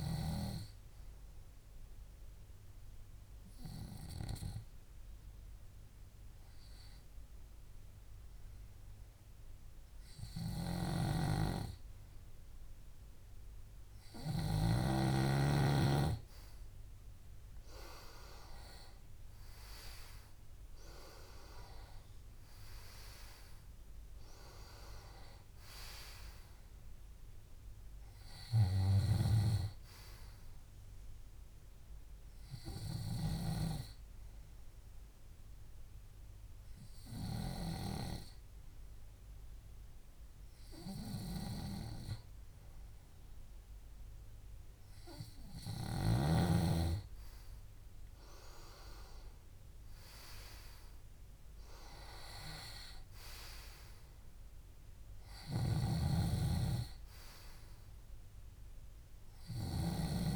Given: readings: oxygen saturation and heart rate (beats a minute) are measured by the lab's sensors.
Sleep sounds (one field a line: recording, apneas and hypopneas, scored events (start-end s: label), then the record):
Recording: breathing in sleep by a room microphone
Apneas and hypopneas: 2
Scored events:
0.00-6.50 s: oxygen desaturation (device-marked, oxygen 93% lowest, heart rate 65 extreme)
2.00-15.00 s: hypopnea (oxygen 97% before, 93% lowest, heart rate 68 before, 65 extreme, up 6 after)
17.50-22.50 s: arousal
33.50-46.50 s: hypopnea (oxygen 98% before, 93% lowest, heart rate 70 before, 65 extreme, up 4 after)
48.50-52.00 s: arousal
From the record:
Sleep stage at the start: N2 (light sleep)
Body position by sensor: on the left side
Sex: male